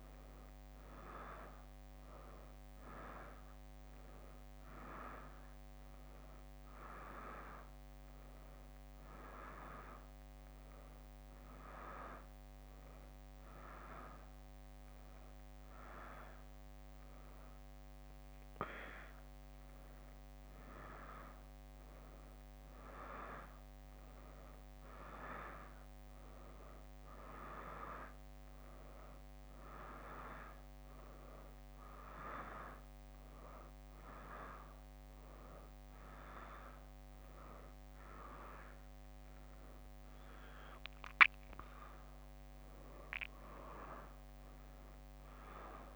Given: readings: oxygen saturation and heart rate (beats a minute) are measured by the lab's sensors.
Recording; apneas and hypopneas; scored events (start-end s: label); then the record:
a person awake in a sleep study, by a microphone on the trachea; none
0.00-4.00 s: leg movement (device-marked)
6.00-11.50 s: leg movement (device-marked)
11.50-16.00 s: leg movement (device-marked)
17.00-22.00 s: leg movement (device-marked)
22.50-27.50 s: leg movement (device-marked)
27.50-32.50 s: leg movement (device-marked)
33.50-38.00 s: leg movement (device-marked)
39.50-44.00 s: leg movement (device-marked)
44.50-45.96 s: drop in pulse transit time (device-marked, heart rate 68 before, 64 extreme)
From the record:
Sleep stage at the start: awake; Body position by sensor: on the back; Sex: female